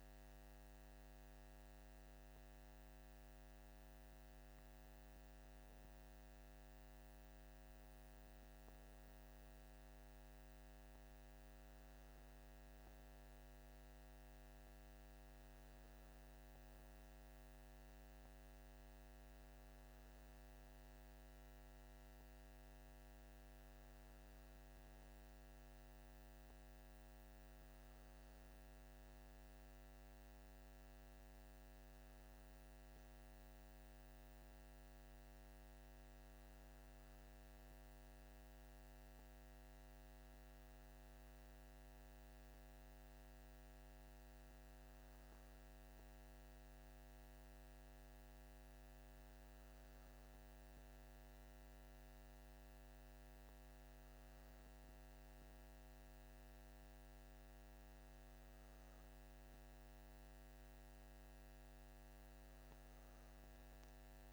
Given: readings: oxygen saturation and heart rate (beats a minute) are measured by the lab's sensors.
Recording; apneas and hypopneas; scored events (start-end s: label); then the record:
breathing in sleep, hard to hear, by a microphone on the trachea; none
none scored
From the record:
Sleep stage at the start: N2 (light sleep); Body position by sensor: on the back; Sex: male